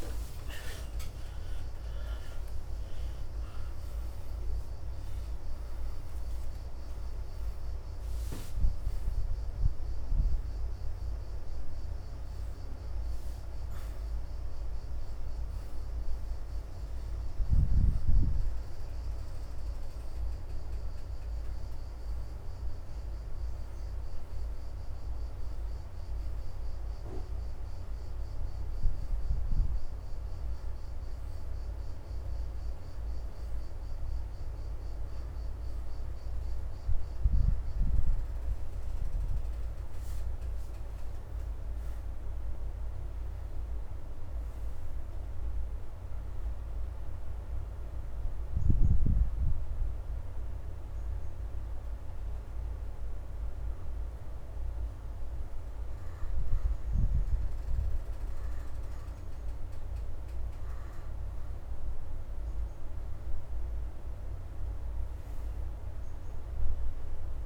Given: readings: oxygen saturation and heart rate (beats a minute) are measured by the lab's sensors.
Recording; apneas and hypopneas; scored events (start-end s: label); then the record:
a person partly awake in a sleep study, hard to hear, by a room microphone; none
0.00-7.50 s: oxygen desaturation (device-marked, oxygen 85% lowest, heart rate 80 extreme)
24.50-67.46 s: new sleep stage, N1 (lightest sleep)
53.50-63.50 s: oxygen desaturation (device-marked, oxygen 86% before, 83% lowest, heart rate 84 before, 73 extreme)
65.50-67.46 s: arousal
From the record:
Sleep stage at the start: awake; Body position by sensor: on the back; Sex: female